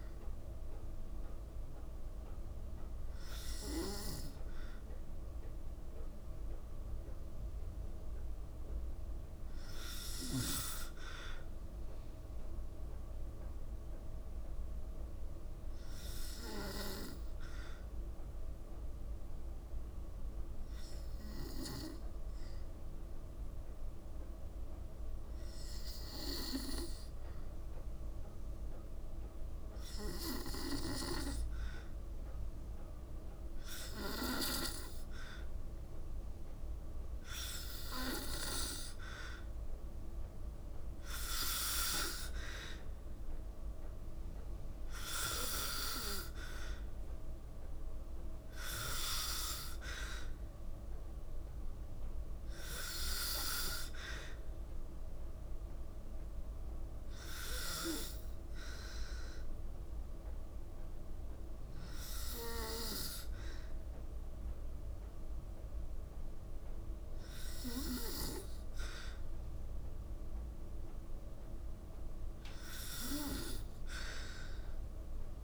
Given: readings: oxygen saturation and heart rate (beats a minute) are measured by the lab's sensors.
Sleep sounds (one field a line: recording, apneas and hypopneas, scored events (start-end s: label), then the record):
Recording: breathing in sleep by a room microphone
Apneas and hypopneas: 2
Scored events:
11.00-14.50 s: arousal
17.00-33.00 s: hypopnea (oxygen 96% before, 92% lowest, heart rate 55 before, 55 extreme, up 1 after)
35.50-39.50 s: arousal
44.00-62.00 s: oxygen desaturation (device-marked, oxygen 95% before, 92% lowest, heart rate 56 before, 54 extreme)
59.50-70.50 s: hypopnea (oxygen 95% before, 91% lowest, heart rate 57 before, 54 extreme, up 0 after)
73.50-75.44 s: arousal
From the record:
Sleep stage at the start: N2 (light sleep)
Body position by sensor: on the back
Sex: female